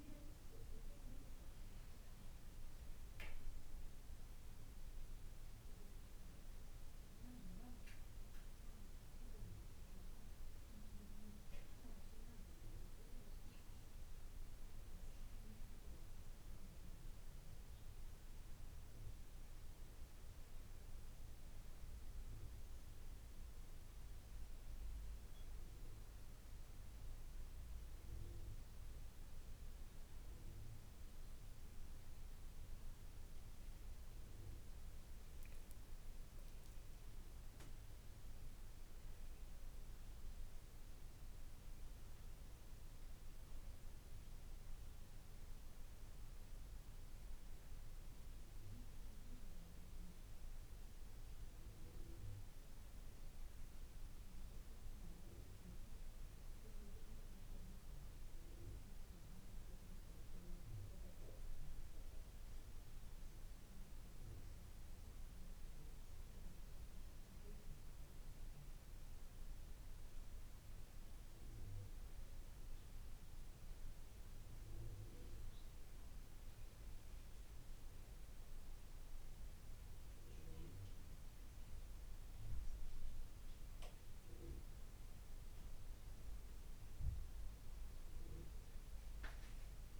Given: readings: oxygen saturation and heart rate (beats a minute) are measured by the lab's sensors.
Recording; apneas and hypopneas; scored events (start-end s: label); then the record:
a person awake in a sleep study, hard to hear, by a room microphone; none
56.50-90.00 s: new sleep stage, N2 (light sleep)
From the record:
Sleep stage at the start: awake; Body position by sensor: on the back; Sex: male